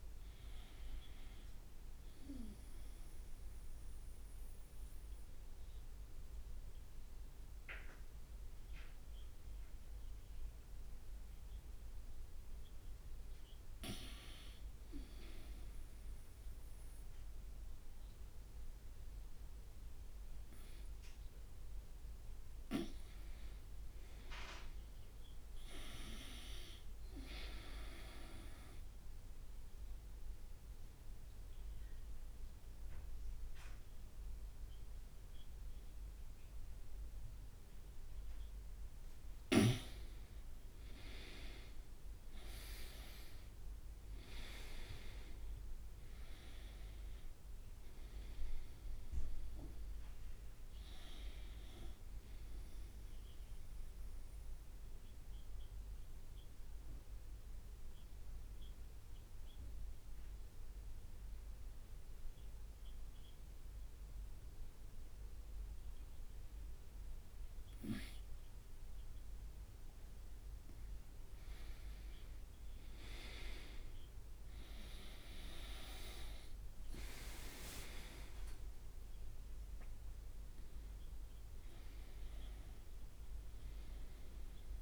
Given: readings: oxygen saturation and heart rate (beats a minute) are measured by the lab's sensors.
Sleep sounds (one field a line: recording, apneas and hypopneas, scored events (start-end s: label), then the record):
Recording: breathing in sleep by a room microphone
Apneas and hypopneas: 3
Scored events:
2.50-13.50 s: oxygen desaturation (device-marked, oxygen 93% before, 90% lowest, heart rate 66 before, 59 extreme)
4.00-14.00 s: obstructive apnea (oxygen 95% before, 90% lowest, heart rate 66 before, 59 extreme, up 2 after)
20.00-25.00 s: arousal
27.50-44.50 s: oxygen desaturation (device-marked, oxygen 98% before, 93% lowest, heart rate 60 before, 58 extreme)
30.00-40.00 s: obstructive apnea (oxygen 98% before, 93% lowest, heart rate 61 before, 58 extreme, up 8 after)
41.50-53.50 s: drop in pulse transit time (device-marked, heart rate 62 before, 63 extreme)
44.50-49.50 s: arousal
55.00-71.00 s: obstructive apnea (oxygen 97% before, 91% lowest, heart rate 67 before, 59 extreme, up 12 after)
74.50-80.50 s: arousal
75.50-84.81 s: oxygen desaturation (device-marked, oxygen 98% before, 93% lowest, heart rate 61 before, 47 extreme)
76.50-84.81 s: drop in pulse transit time (device-marked, heart rate 61 before, 65 extreme)
From the record:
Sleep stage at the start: N2 (light sleep)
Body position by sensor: on the right side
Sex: male